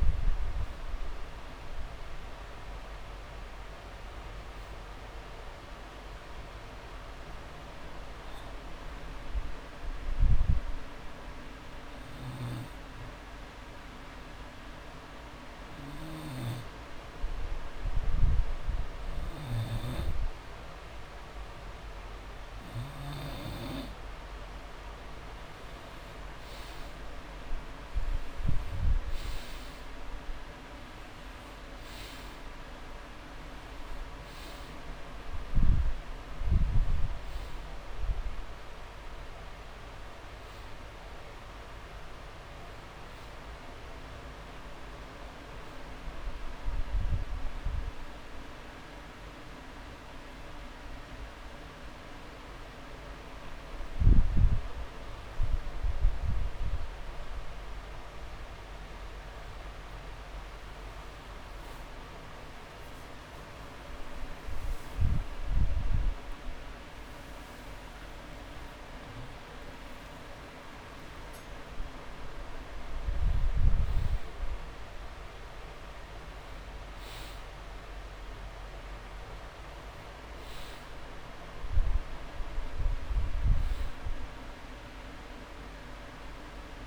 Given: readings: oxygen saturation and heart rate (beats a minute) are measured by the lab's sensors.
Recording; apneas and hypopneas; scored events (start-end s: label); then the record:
breathing in sleep, hard to hear, by a room microphone; 1
0.00-2.50 s: arousal
9.00-29.00 s: oxygen desaturation (device-marked, oxygen 98% before, 95% lowest)
10.00-22.50 s: obstructive apnea (oxygen 99% before, 91% lowest)
27.50-31.50 s: arousal
35.00-54.00 s: oxygen desaturation (device-marked, oxygen 96% before, 91% lowest)
63.50-68.00 s: arousal
64.50-66.50 s: long interval between heartbeats (device-marked)
80.50-82.50 s: long interval between heartbeats (device-marked)
From the record:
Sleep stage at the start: N2 (light sleep); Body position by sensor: on the back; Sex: male